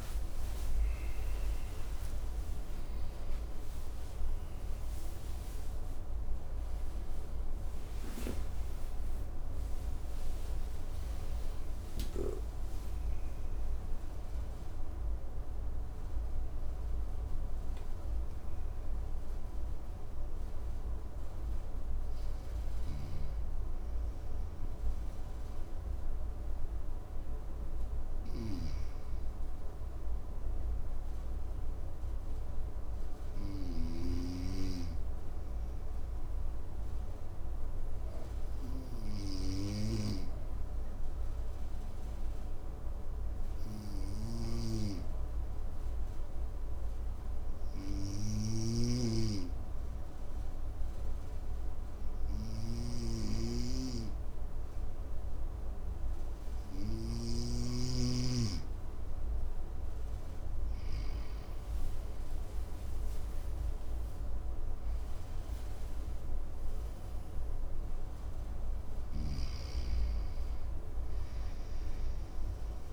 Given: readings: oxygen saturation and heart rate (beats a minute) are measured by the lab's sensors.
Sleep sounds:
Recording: a person partly awake in a sleep study, by a room microphone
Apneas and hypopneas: 1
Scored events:
11.00-72.93 s: new sleep stage, N2 (light sleep)
27.50-33.50 s: snoring (device-marked)
31.00-58.00 s: hypopnea (oxygen 100% before, 95% lowest, heart rate 66 before, 55 extreme, up 9 after)
48.00-57.00 s: snoring (device-marked)
60.00-63.50 s: arousal
68.50-72.93 s: snoring (device-marked)
From the record:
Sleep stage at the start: awake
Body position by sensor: on the right side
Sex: male

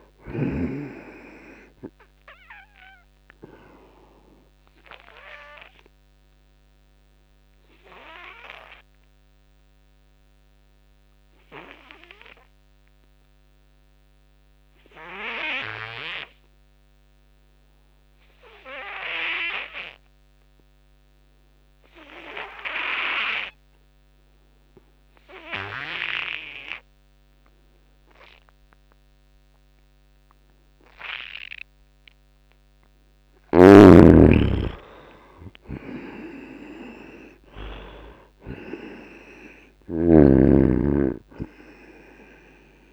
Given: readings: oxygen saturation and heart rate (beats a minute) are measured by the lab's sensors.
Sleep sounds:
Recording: breathing in sleep by a microphone on the trachea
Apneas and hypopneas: 1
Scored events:
2.00-20.00 s: oxygen desaturation (device-marked, oxygen 92% before, 80% lowest, heart rate 74 before, 67 extreme)
5.00-31.50 s: obstructive apnea (oxygen 97% before, 77% lowest, heart rate 74 before, 67 extreme)
22.00-42.93 s: oxygen desaturation (device-marked, oxygen 97% before, 77% lowest, heart rate 84 before, 67 extreme)
33.50-40.00 s: snoring (device-marked)
36.00-39.50 s: arousal
From the record:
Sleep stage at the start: N2 (light sleep)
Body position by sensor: on the back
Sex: male

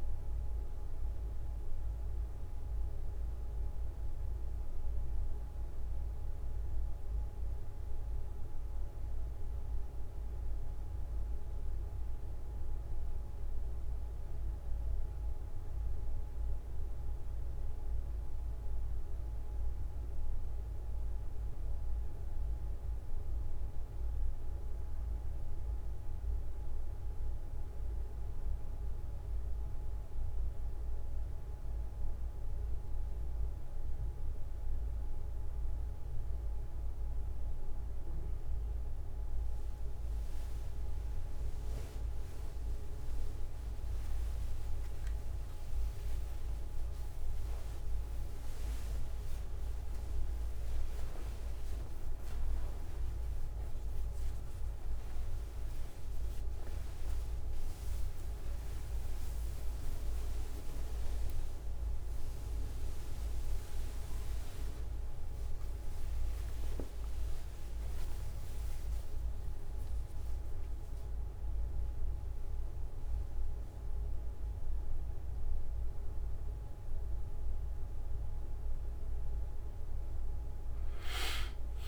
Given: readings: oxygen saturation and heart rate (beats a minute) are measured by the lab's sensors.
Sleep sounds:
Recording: breathing in sleep, hard to hear, by a room microphone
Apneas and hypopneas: none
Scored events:
30.50-32.50 s: long interval between heartbeats (device-marked, heart rate 49 before, 49 extreme)
40.50-42.50 s: long interval between heartbeats (device-marked, heart rate 46 before, 50 extreme)
50.50-52.50 s: long interval between heartbeats (device-marked, heart rate 43 before, 62 extreme)
56.50-58.50 s: long interval between heartbeats (device-marked, heart rate 50 before, 70 extreme)
61.50-63.50 s: long interval between heartbeats (device-marked, heart rate 57 before, 89 extreme)
67.00-69.00 s: long interval between heartbeats (device-marked, heart rate 68 before, 47 extreme)
72.50-74.50 s: long interval between heartbeats (device-marked, heart rate 69 before, 76 extreme)
79.50-81.88 s: arousal
80.50-81.88 s: long interval between heartbeats (device-marked, heart rate 62 before, 39 extreme)
From the record:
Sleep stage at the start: N1 (lightest sleep)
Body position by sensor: on the back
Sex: male

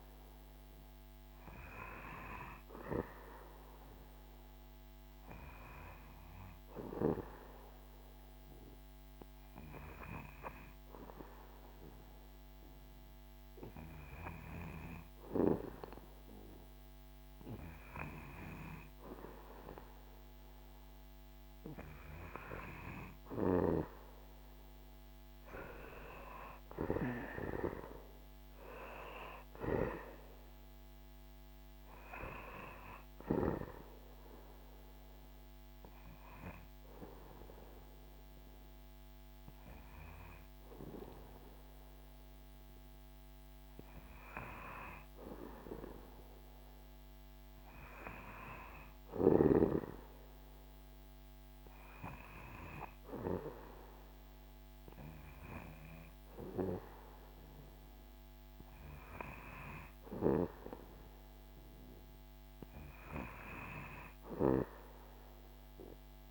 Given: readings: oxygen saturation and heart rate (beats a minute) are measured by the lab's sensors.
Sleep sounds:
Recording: breathing in sleep by a microphone on the trachea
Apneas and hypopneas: 2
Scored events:
2.00-20.50 s: obstructive apnea (oxygen 96% before, 94% lowest, heart rate 74 before, 72 extreme, up 4 after)
23.00-27.00 s: arousal
33.00-44.00 s: obstructive apnea (oxygen 96% before, 92% lowest, heart rate 77 before, 70 extreme, up 6 after)
46.50-51.00 s: arousal
From the record:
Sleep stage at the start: N2 (light sleep)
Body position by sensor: on the back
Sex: male

